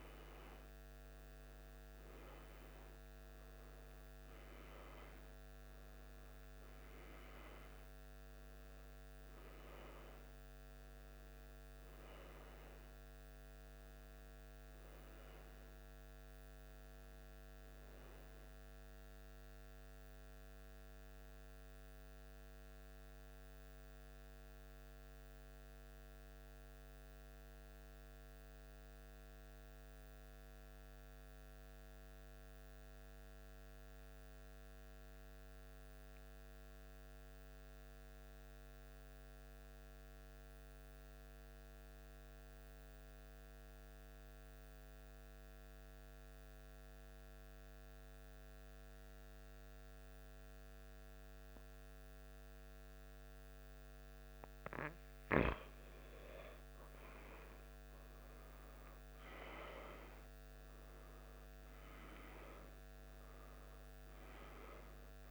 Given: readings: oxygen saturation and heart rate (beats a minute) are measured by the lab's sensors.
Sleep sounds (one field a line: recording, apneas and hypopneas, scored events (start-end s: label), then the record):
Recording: breathing in sleep, hard to hear, by a microphone on the trachea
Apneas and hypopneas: 1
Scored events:
21.00-54.00 s: mixed apnea (oxygen 95% before, 94% lowest, heart rate 77 before, 75 extreme, up 1 after)
56.00-60.00 s: arousal
61.50-65.31 s: new sleep stage, N1 (lightest sleep)
From the record:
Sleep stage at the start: N2 (light sleep)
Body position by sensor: on the back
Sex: male